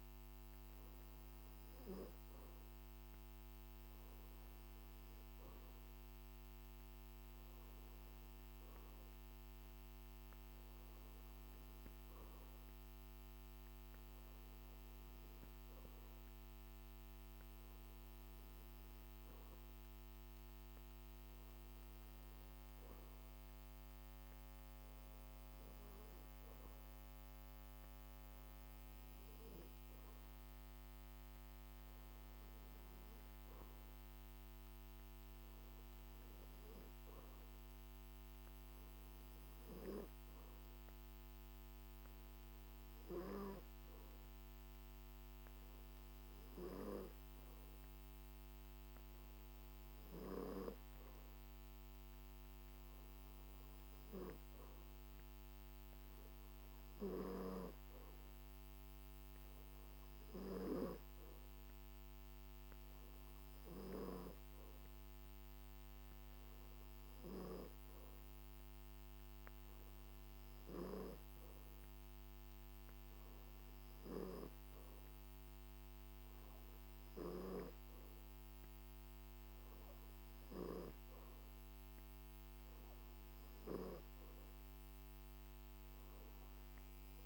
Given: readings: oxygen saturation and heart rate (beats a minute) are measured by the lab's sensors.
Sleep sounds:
breathing in sleep by a microphone on the trachea; none
none scored
From the record:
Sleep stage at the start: N2 (light sleep); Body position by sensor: on the back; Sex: male

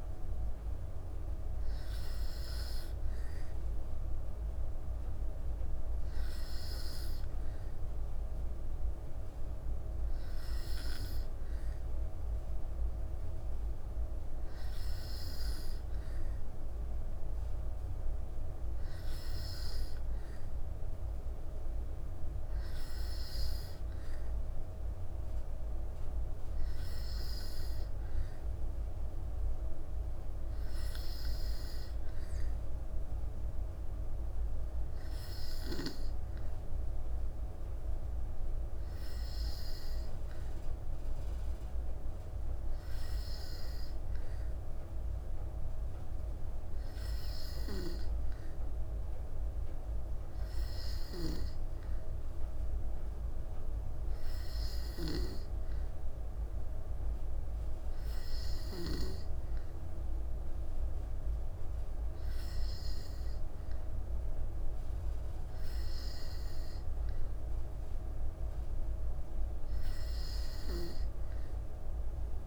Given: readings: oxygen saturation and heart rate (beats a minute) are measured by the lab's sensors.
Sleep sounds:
breathing in sleep, hard to hear, by a room microphone; none
47.00-58.50 s: snoring (device-marked)
From the record:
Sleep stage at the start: N2 (light sleep); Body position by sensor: on the back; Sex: female

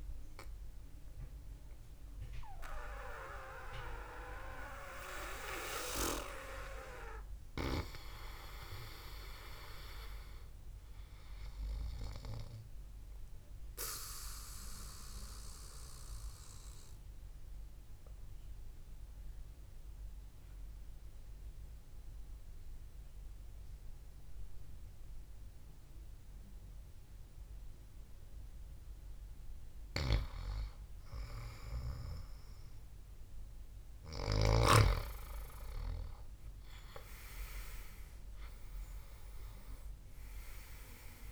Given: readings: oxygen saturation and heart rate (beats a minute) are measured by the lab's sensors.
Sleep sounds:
breathing in sleep by a room microphone; 1
0.00-11.50 s: oxygen desaturation (device-marked, oxygen 91% lowest, heart rate 54 extreme)
13.50-29.50 s: mixed apnea (oxygen 99% before, 90% lowest, heart rate 60 before, 61 extreme)
17.50-24.50 s: oxygen desaturation (device-marked, oxygen 93% before, 90% lowest, heart rate 62 before, 61 extreme)
35.00-39.00 s: arousal
From the record:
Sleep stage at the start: N2 (light sleep); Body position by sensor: on the back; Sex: male

